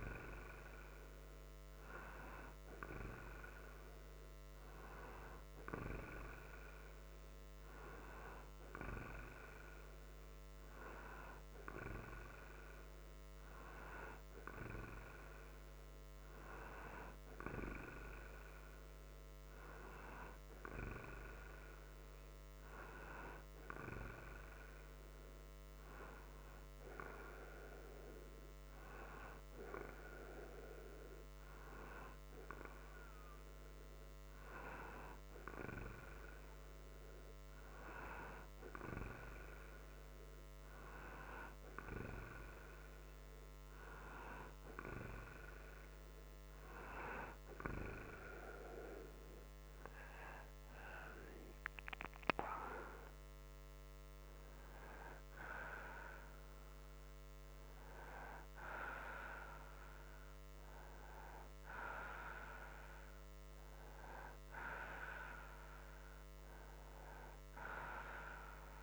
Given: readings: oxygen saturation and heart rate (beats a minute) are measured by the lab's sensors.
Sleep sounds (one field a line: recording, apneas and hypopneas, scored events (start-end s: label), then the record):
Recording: breathing in sleep by a microphone on the trachea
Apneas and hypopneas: none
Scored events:
none scored
From the record:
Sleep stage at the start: N2 (light sleep)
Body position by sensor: upright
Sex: male